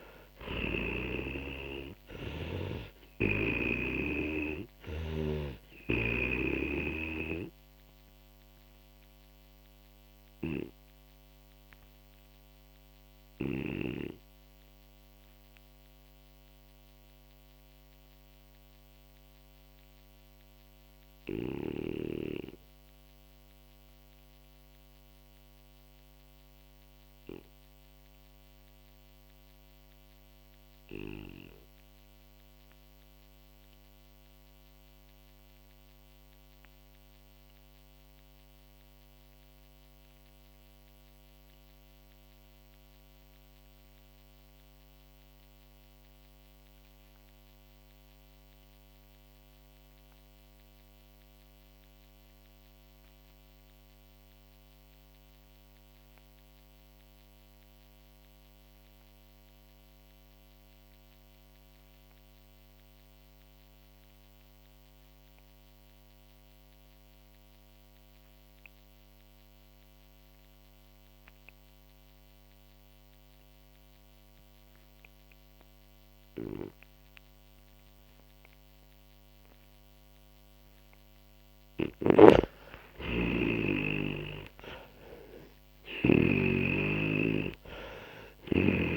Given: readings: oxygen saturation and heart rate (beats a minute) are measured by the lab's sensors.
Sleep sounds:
breathing in sleep by a microphone on the trachea; 1
0.00-36.50 s: oxygen desaturation (device-marked, oxygen 83% lowest, heart rate 40 extreme)
0.50-4.00 s: snoring (device-marked)
7.50-82.00 s: obstructive apnea (oxygen 97% before, 83% lowest, heart rate 63 before, 40 extreme, up 9 after)
65.50-88.97 s: oxygen desaturation (device-marked, oxygen 98% before, 83% lowest, heart rate 50 before, 37 extreme)
82.00-86.50 s: snoring (device-marked)
82.50-87.00 s: arousal
From the record:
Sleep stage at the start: N2 (light sleep); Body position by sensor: on the back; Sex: male

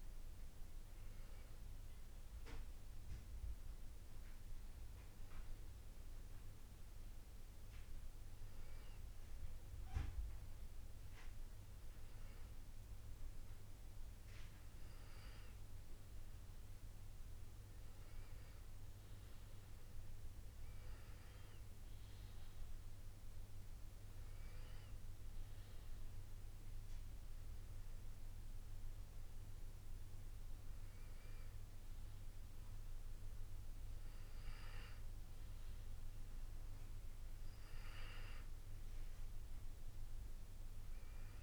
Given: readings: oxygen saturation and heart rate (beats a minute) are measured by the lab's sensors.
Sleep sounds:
breathing in sleep, hard to hear, by a room microphone; none
0.00-7.00 s: oxygen desaturation (device-marked, oxygen 92% lowest, heart rate 84 extreme)
From the record:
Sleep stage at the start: N2 (light sleep); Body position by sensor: on the back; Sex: male

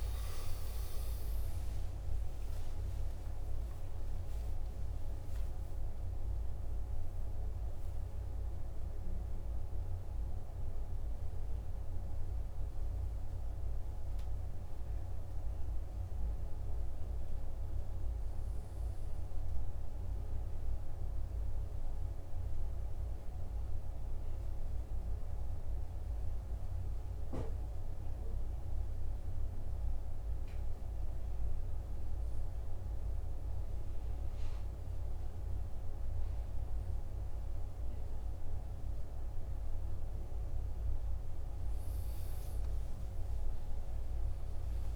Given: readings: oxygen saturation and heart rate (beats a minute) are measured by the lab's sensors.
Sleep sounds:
breathing in sleep, hard to hear, by a room microphone; none
none scored
From the record:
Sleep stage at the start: N1 (lightest sleep); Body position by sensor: on the back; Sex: male

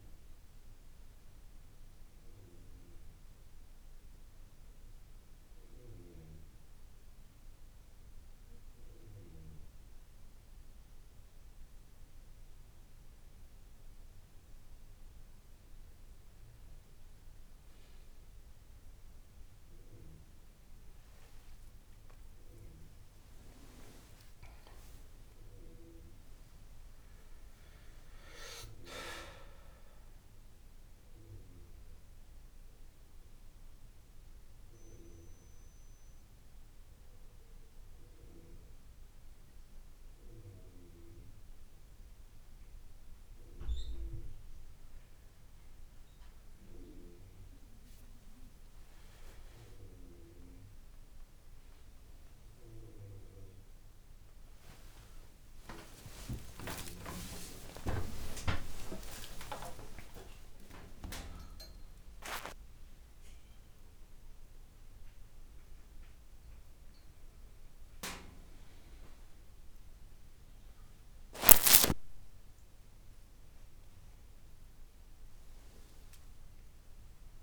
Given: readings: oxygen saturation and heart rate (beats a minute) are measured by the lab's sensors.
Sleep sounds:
a person awake in a sleep study, by a room microphone; none
38.50-77.43 s: new sleep stage, awake
From the record:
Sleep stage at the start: N2 (light sleep); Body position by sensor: on the back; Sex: male

